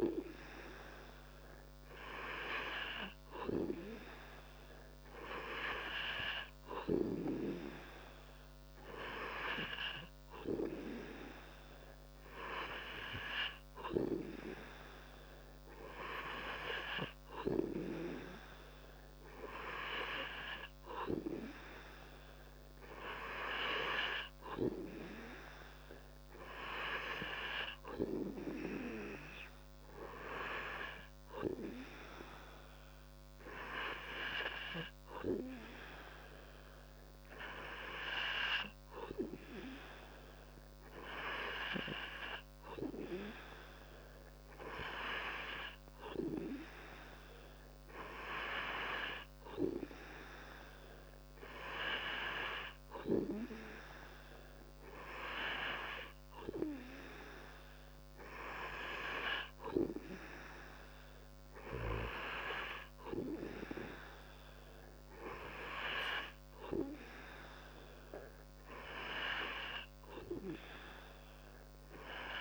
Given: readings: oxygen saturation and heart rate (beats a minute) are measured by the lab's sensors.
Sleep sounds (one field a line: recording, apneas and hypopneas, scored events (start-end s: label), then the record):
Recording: breathing in sleep by a microphone on the trachea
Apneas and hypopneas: none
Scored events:
none scored
From the record:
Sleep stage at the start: N2 (light sleep)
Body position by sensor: on the back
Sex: male